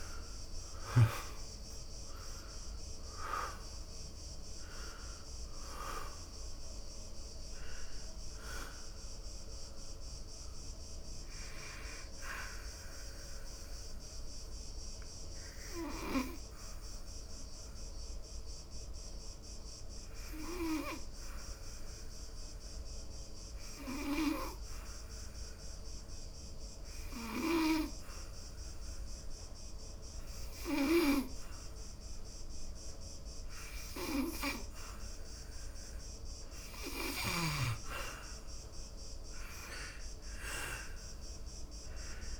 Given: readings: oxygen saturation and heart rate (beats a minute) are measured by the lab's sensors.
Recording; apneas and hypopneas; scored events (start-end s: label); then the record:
breathing in sleep by a room microphone; 1
0.00-29.50 s: oxygen desaturation (device-marked, oxygen 70% lowest, heart rate 67 extreme)
11.00-36.50 s: hypopnea (oxygen 92% before, 70% lowest, heart rate 77 before, 68 extreme, up 12 after)
39.00-42.40 s: arousal
From the record:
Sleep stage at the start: N2 (light sleep); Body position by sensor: on the back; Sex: male